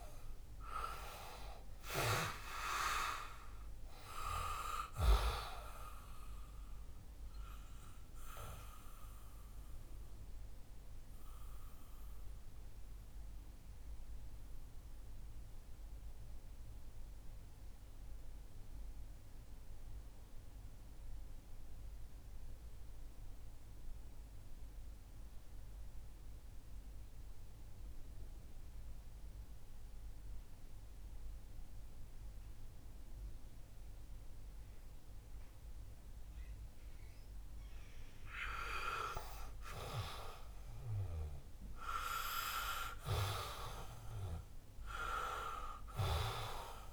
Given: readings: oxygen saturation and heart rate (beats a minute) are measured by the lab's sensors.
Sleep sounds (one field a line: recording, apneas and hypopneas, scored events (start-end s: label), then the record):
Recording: breathing in sleep by a room microphone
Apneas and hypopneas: 1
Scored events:
0.00-25.50 s: oxygen desaturation (device-marked, oxygen 85% lowest, heart rate 61 extreme)
7.50-37.50 s: mixed apnea (oxygen 99% before, 85% lowest, heart rate 67 before, 59 extreme, up 5 after)
38.50-42.50 s: arousal
44.50-46.93 s: oxygen desaturation (device-marked, oxygen 97% before, 88% lowest, heart rate 63 before, 59 extreme)
From the record:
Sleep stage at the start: REM sleep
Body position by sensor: on the back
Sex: male